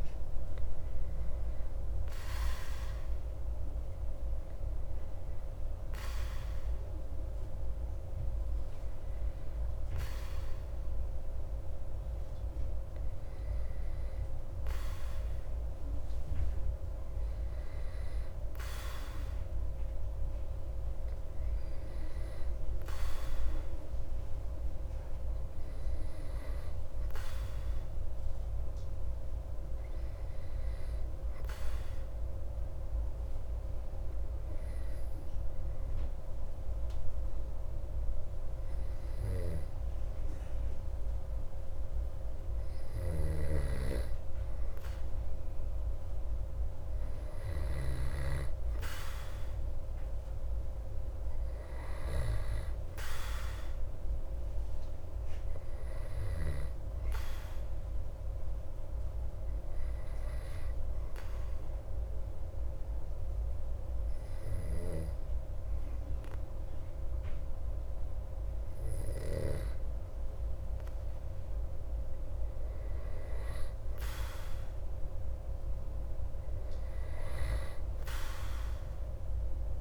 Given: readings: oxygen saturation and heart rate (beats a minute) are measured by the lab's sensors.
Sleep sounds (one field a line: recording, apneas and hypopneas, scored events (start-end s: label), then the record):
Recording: breathing in sleep by a room microphone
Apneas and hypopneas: 3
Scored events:
1.50-14.00 s: hypopnea (oxygen 97% before, 92% lowest)
18.00-23.50 s: arousal
33.00-47.50 s: hypopnea (oxygen 95% before, 92% lowest)
49.50-69.50 s: oxygen desaturation (device-marked, oxygen 95% before, 92% lowest)
51.50-55.50 s: arousal
60.00-71.50 s: obstructive apnea (oxygen 95% before, 92% lowest)
74.50-78.50 s: arousal
From the record:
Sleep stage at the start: N2 (light sleep)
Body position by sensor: on the back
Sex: male